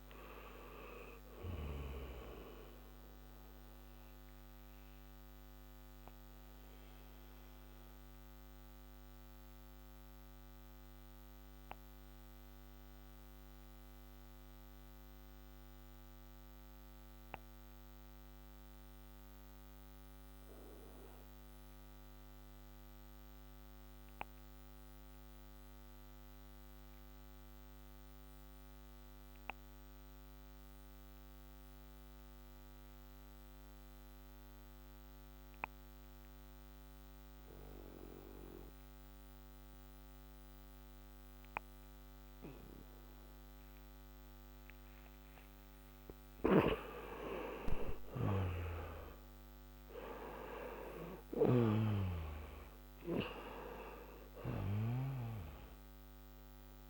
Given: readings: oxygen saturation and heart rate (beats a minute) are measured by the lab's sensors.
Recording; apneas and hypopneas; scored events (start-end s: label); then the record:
breathing in sleep by a microphone on the trachea; 1
3.00-25.00 s: oxygen desaturation (device-marked, oxygen 95% before, 89% lowest, heart rate 70 before, 54 extreme)
4.00-44.50 s: obstructive apnea (oxygen 98% before, 88% lowest, heart rate 70 before, 54 extreme, up 39 after)
46.00-55.00 s: snoring (device-marked)
46.50-51.50 s: arousal
52.00-56.90 s: oxygen desaturation (device-marked, oxygen 96% before, 88% lowest, heart rate 74 before, 55 extreme)
From the record:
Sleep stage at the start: N2 (light sleep); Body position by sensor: on the back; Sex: male